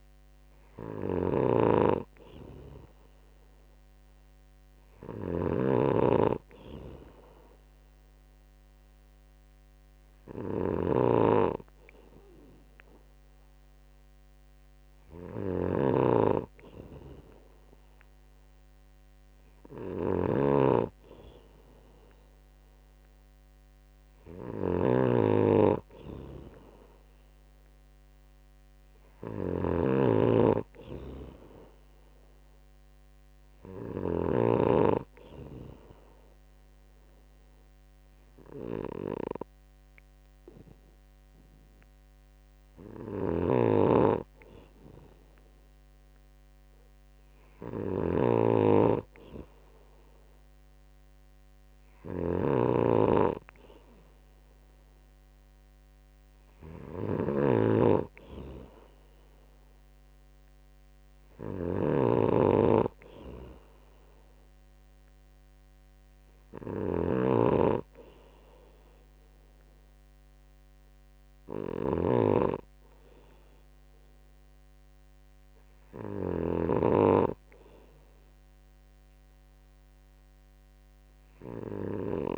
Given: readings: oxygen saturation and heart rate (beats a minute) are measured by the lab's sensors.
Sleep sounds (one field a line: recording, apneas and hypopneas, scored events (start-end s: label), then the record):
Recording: breathing in sleep by a microphone on the trachea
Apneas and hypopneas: none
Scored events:
0.00-35.00 s: snoring (device-marked)
44.00-82.38 s: snoring (device-marked)
From the record:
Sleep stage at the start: N2 (light sleep)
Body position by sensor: on the right side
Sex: male